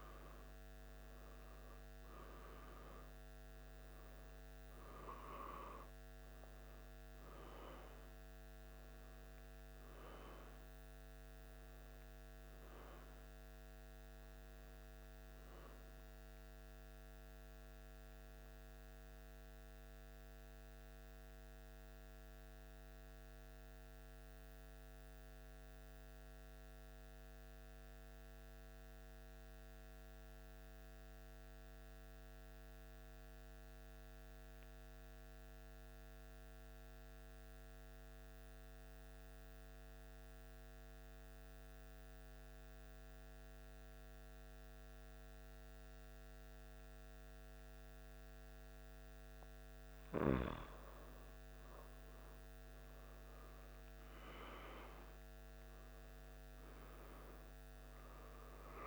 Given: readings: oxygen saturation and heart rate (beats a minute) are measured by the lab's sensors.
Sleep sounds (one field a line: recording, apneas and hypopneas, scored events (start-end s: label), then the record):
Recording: breathing in sleep, hard to hear, by a microphone on the trachea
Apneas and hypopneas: 1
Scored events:
18.50-49.50 s: mixed apnea (oxygen 96% before, 94% lowest, heart rate 76 before, 74 extreme, up 2 after)
52.00-55.50 s: arousal
58.00-58.87 s: new sleep stage, N1 (lightest sleep)
From the record:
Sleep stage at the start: N2 (light sleep)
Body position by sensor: on the back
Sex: male